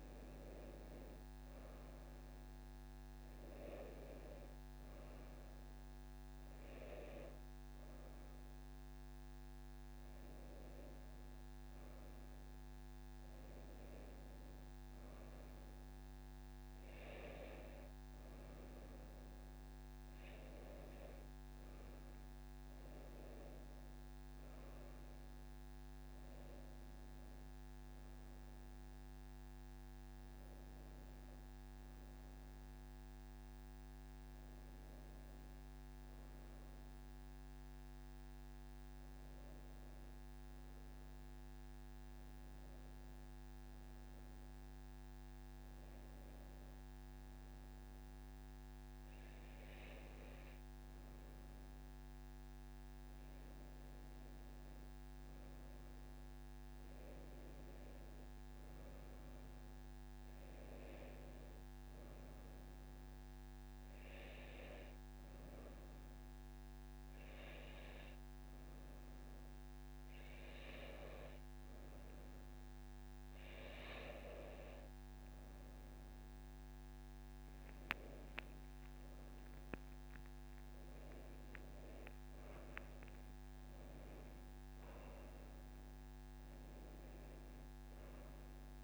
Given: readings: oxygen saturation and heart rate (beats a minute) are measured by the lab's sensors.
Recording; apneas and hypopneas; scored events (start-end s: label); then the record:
breathing in sleep, hard to hear, by a microphone on the trachea; none
none scored
From the record:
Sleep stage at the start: N1 (lightest sleep); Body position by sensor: on the right side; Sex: female